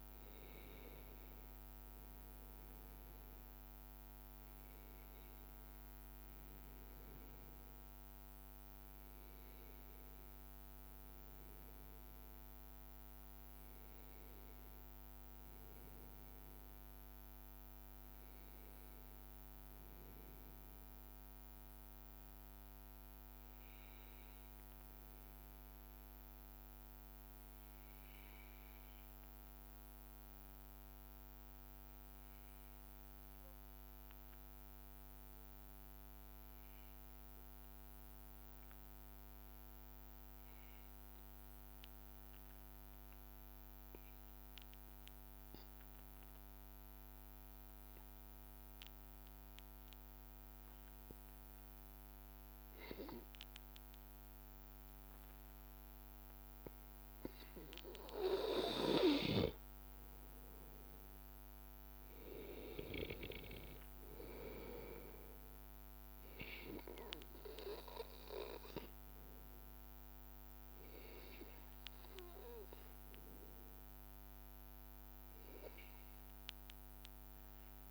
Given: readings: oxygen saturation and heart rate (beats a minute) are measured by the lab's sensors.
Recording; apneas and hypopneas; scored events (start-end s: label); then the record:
breathing in sleep by a microphone on the trachea; 1
0.00-9.00 s: oxygen desaturation (device-marked, oxygen 92% lowest, heart rate 79 extreme)
34.50-38.00 s: arousal
42.50-72.50 s: obstructive apnea (oxygen 98% before, 91% lowest, heart rate 81 before, 78 extreme, up 1 after)
43.00-77.91 s: oxygen desaturation (device-marked, oxygen 97% before, 92% lowest, heart rate 81 before, 78 extreme)
76.50-77.91 s: arousal
From the record:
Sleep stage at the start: N2 (light sleep); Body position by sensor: on the back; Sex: male